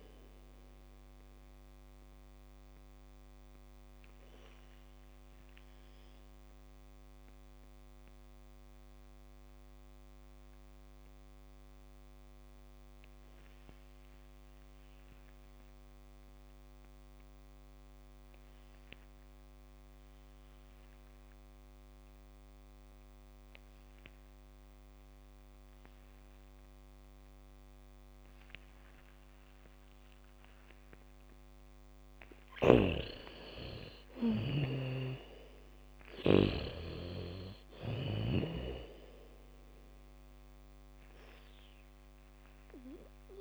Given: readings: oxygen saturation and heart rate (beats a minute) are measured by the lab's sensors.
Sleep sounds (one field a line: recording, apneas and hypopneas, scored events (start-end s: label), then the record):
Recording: breathing in sleep by a microphone on the trachea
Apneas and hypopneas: 1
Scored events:
0.00-18.00 s: oxygen desaturation (device-marked, oxygen 84% lowest, heart rate 46 extreme)
2.00-31.50 s: mixed apnea (oxygen 98% before, 84% lowest, heart rate 54 before, 46 extreme)
29.00-37.00 s: bradycardia (device-marked, heart rate 69 before, 46 extreme)
30.00-43.41 s: oxygen desaturation (device-marked, oxygen 99% before, 84% lowest, heart rate 75 before, 46 extreme)
33.00-38.00 s: arousal
35.00-38.50 s: snoring (device-marked)
From the record:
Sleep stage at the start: N2 (light sleep)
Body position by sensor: on the back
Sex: female